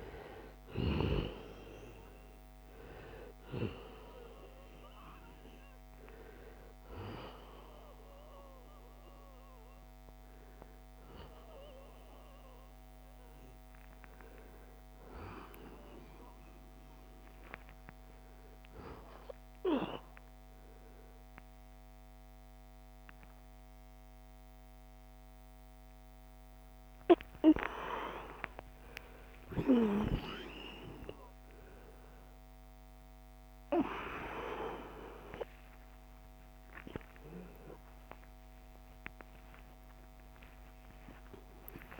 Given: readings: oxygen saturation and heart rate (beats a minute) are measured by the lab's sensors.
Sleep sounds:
a person awake in a sleep study, by a microphone on the trachea; none
0.00-14.00 s: oxygen desaturation (device-marked, oxygen 88% lowest, heart rate 71 extreme)
11.00-42.00 s: new sleep stage, awake
18.50-20.50 s: long interval between heartbeats (device-marked, heart rate 82 before, 88 extreme)
36.50-38.50 s: long interval between heartbeats (device-marked, heart rate 85 before, 96 extreme)
41.00-42.00 s: long interval between heartbeats (device-marked, heart rate 91 before, 128 extreme)
From the record:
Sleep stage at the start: N2 (light sleep); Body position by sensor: on the right side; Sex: male

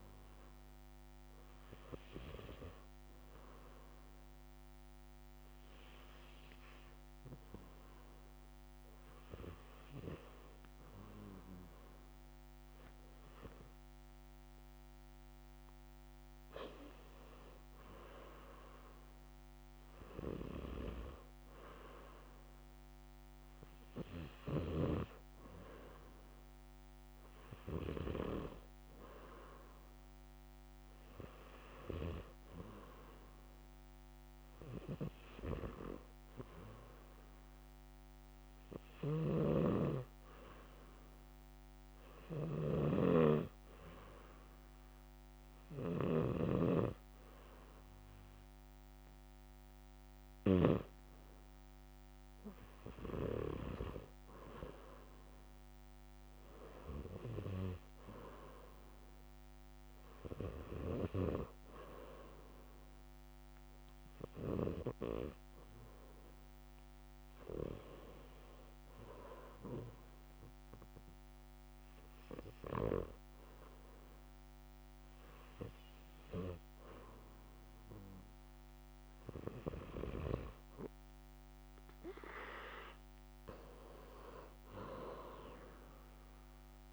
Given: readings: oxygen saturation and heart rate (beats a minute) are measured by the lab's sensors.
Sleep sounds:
breathing in sleep by a microphone on the trachea; none
39.50-51.00 s: snoring (device-marked)
From the record:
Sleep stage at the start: N2 (light sleep); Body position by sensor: on the back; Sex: male

